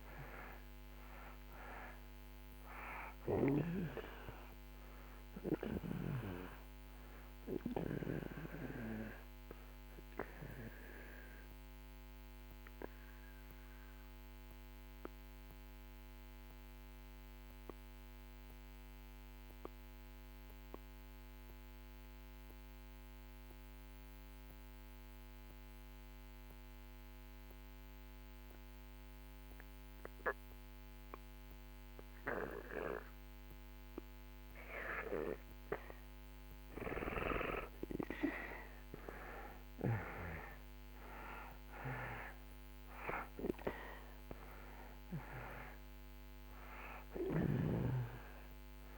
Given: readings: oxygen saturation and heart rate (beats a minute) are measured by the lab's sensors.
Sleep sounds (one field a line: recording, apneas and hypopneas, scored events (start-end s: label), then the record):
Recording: breathing in sleep by a microphone on the trachea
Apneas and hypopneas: 1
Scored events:
0.00-28.50 s: oxygen desaturation (device-marked, oxygen 77% lowest)
9.50-33.00 s: mixed apnea (oxygen 97% before, 76% lowest)
34.50-39.00 s: arousal
38.50-48.98 s: oxygen desaturation (device-marked, oxygen 97% before, 76% lowest)
From the record:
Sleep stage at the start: N2 (light sleep)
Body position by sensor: on the back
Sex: male